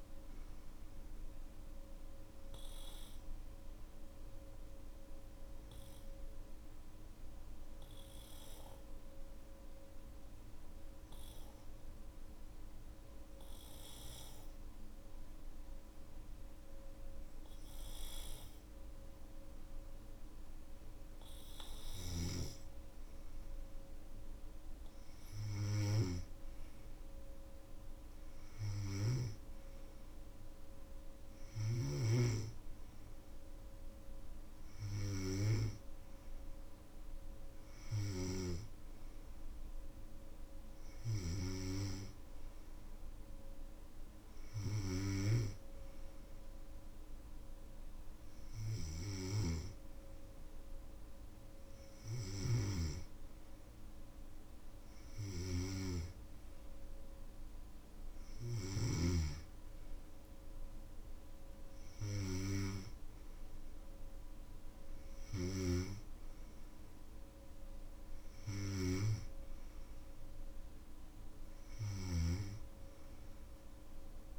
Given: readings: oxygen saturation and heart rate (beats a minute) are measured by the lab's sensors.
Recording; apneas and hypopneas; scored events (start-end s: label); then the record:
breathing in sleep by a room microphone; 1
0.00-9.00 s: oxygen desaturation (device-marked, oxygen 93% lowest, heart rate 53 extreme)
4.50-23.00 s: obstructive apnea (oxygen 98% before, 94% lowest, heart rate 58 before, 54 extreme, up 7 after)
24.00-40.00 s: oxygen desaturation (device-marked, oxygen 98% before, 94% lowest, heart rate 55 before, 53 extreme)
From the record:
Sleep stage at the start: N3 (deep sleep); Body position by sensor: on the back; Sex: male